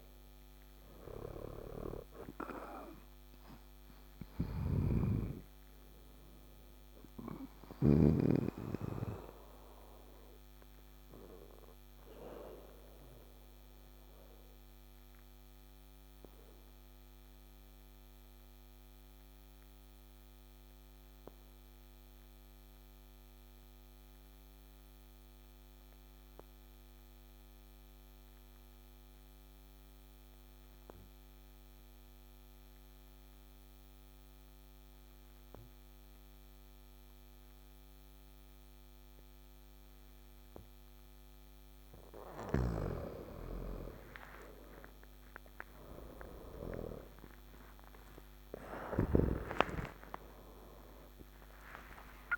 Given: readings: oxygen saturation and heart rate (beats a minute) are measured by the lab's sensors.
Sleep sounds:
a person partly awake in a sleep study, by a microphone on the trachea; 1
0.00-18.00 s: oxygen desaturation (device-marked, oxygen 92% lowest, heart rate 52 extreme)
3.50-7.50 s: snoring (device-marked)
9.00-38.50 s: obstructive apnea (oxygen 100% before, 89% lowest, heart rate 59 before, 52 extreme, up 6 after)
33.00-52.38 s: oxygen desaturation (device-marked, oxygen 99% before, 89% lowest, heart rate 54 before, 55 extreme)
37.00-52.38 s: new sleep stage, awake
From the record:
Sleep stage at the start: N2 (light sleep); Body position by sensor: on the back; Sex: male

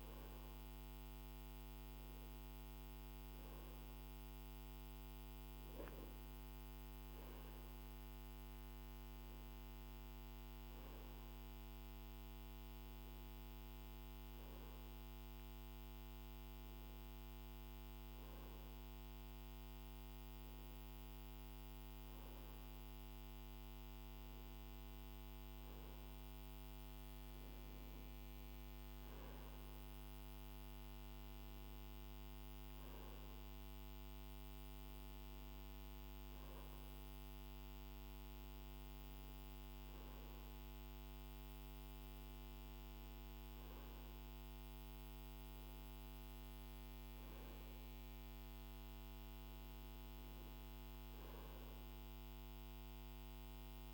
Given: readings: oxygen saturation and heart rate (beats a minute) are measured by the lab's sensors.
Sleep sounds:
breathing in sleep, hard to hear, by a microphone on the trachea; none
none scored
From the record:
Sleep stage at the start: N2 (light sleep); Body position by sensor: on the right side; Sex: male

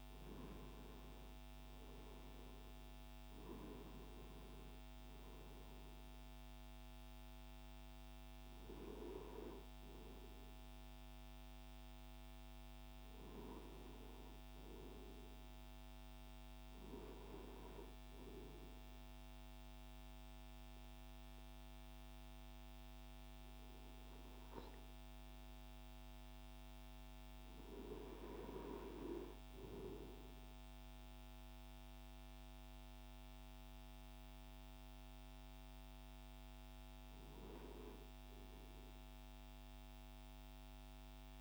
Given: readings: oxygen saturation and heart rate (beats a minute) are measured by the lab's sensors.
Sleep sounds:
breathing in sleep by a microphone on the trachea; none
none scored
From the record:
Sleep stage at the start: N2 (light sleep); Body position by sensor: on the right side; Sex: male

